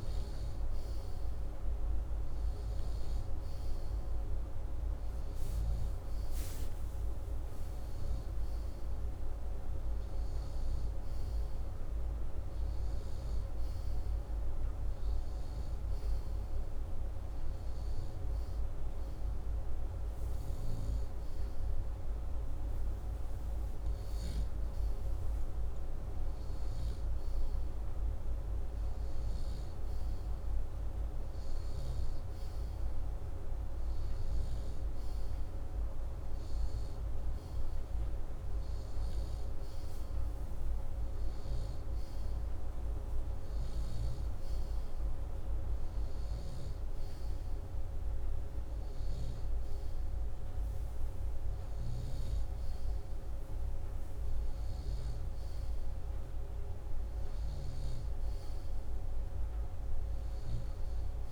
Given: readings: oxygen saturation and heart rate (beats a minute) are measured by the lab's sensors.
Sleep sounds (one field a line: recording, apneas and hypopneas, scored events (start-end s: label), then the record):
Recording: breathing in sleep, hard to hear, by a room microphone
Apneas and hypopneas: none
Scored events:
52.50-58.50 s: snoring (device-marked)
From the record:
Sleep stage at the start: N2 (light sleep)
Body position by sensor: upright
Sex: male